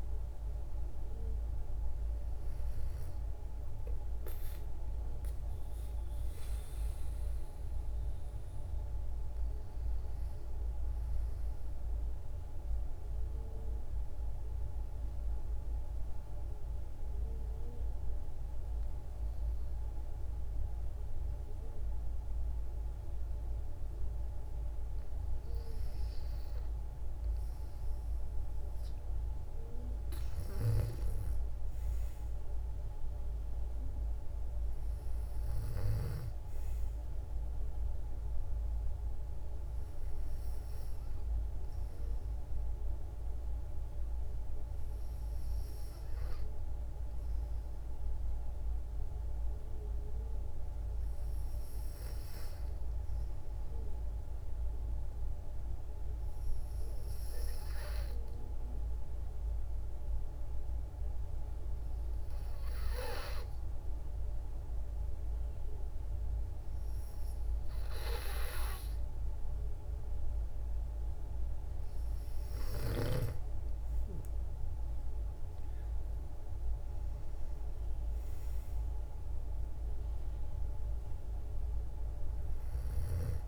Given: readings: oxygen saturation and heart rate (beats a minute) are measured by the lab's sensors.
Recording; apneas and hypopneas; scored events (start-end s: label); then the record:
breathing in sleep by a room microphone; 2
0.00-11.50 s: oxygen desaturation (device-marked, oxygen 91% lowest, heart rate 55 extreme)
11.50-24.50 s: mixed apnea (oxygen 95% before, 92% lowest, heart rate 59 before, 55 extreme, up 4 after)
26.50-30.50 s: arousal
30.50-52.50 s: oxygen desaturation (device-marked, oxygen 97% before, 92% lowest, heart rate 57 before, 55 extreme)
54.00-68.50 s: hypopnea (oxygen 97% before, 92% lowest, heart rate 57 before, 55 extreme, up 4 after)
72.50-76.50 s: arousal
From the record:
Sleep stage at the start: N2 (light sleep); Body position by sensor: on the back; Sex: female